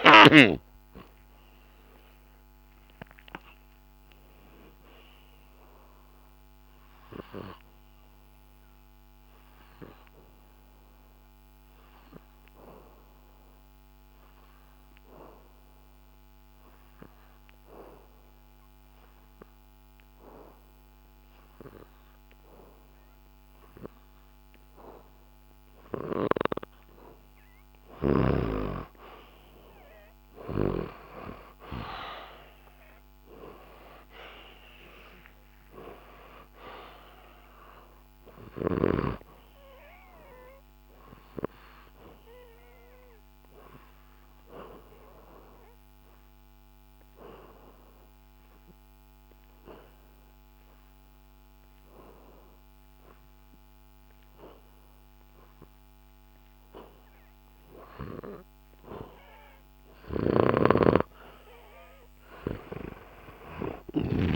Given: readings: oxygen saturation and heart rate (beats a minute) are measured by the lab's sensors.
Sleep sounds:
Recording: breathing in sleep by a microphone on the trachea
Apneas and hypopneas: 2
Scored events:
0.50-25.50 s: oxygen desaturation (device-marked, oxygen 95% before, 89% lowest, heart rate 67 before, 65 extreme)
7.00-27.50 s: obstructive apnea (oxygen 95% before, 89% lowest, heart rate 68 before, 65 extreme, up 0 after)
30.50-34.00 s: arousal
37.50-52.50 s: oxygen desaturation (device-marked, oxygen 97% before, 90% lowest, heart rate 67 before, 65 extreme)
38.50-60.00 s: obstructive apnea (oxygen 98% before, 90% lowest, heart rate 67 before, 65 extreme, up 0 after)
60.00-64.00 s: snoring (device-marked)
61.50-64.36 s: arousal
From the record:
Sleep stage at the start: N2 (light sleep)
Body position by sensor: on the back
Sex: male

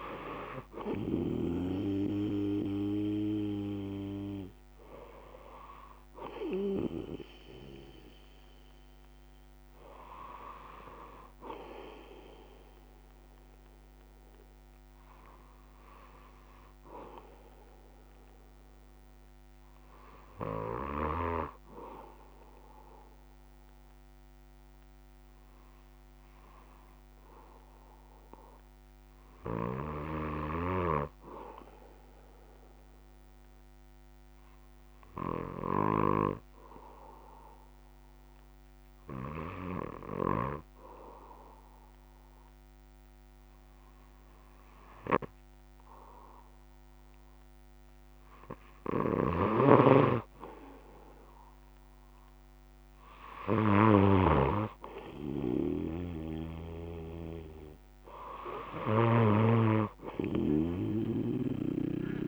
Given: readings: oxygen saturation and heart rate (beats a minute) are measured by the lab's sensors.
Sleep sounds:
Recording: breathing in sleep by a microphone on the trachea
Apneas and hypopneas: 1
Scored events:
0.00-1.50 s: snoring (device-marked)
34.00-49.00 s: hypopnea (oxygen 98% before, 94% lowest, heart rate 62 before, 60 extreme, up 3 after)
49.50-54.50 s: snoring (device-marked)
From the record:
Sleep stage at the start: N1 (lightest sleep)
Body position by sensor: on the back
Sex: male

